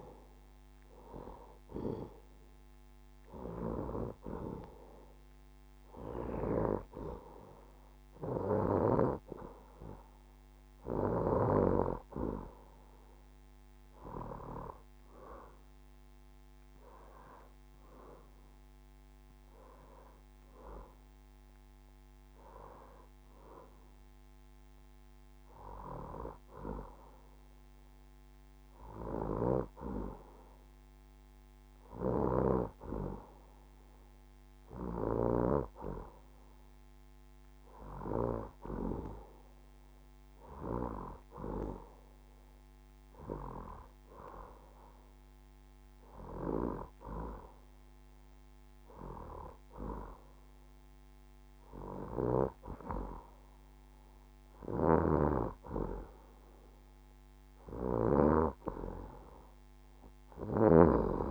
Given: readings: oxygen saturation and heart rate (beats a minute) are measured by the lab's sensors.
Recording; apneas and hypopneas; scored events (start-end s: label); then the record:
breathing in sleep by a microphone on the trachea; none
none scored
From the record:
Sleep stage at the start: N2 (light sleep); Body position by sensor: on the left side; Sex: female